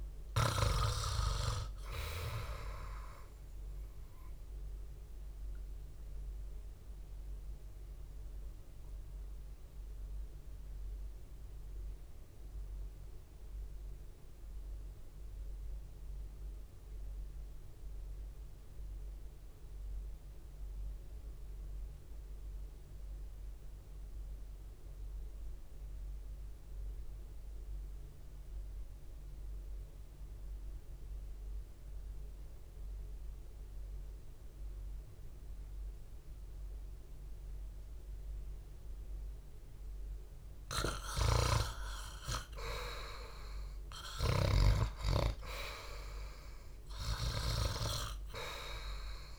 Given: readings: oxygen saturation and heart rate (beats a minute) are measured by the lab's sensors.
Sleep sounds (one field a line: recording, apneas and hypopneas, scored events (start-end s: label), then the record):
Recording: breathing in sleep by a room microphone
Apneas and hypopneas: 1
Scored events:
6.00-40.00 s: obstructive apnea (oxygen 99% before, 88% lowest, heart rate 64 before, 50 extreme)
17.00-29.00 s: oxygen desaturation (device-marked, oxygen 96% before, 90% lowest, heart rate 63 before, 50 extreme)
42.50-46.50 s: arousal
From the record:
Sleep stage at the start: REM sleep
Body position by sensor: on the back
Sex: male